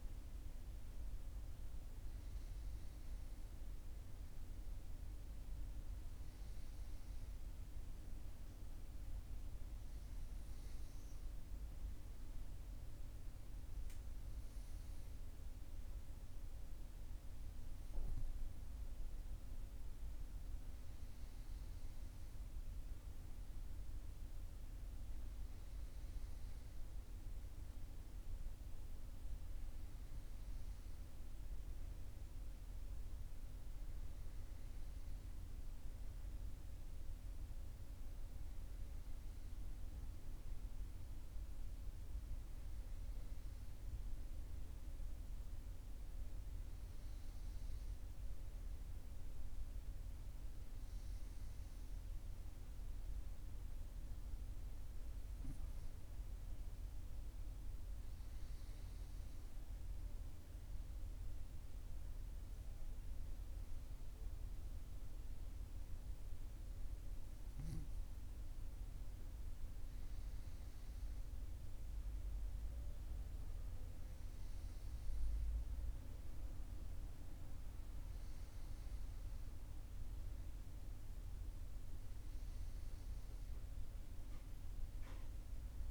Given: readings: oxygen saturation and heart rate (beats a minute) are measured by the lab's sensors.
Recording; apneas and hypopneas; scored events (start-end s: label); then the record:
breathing in sleep, hard to hear, by a room microphone; 1
45.00-49.00 s: arousal
60.00-70.50 s: obstructive apnea (oxygen 97% before, 96% lowest, heart rate 41 before, 41 extreme, up 0 after)
73.00-77.50 s: arousal
From the record:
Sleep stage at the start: N2 (light sleep); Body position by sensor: on the right side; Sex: male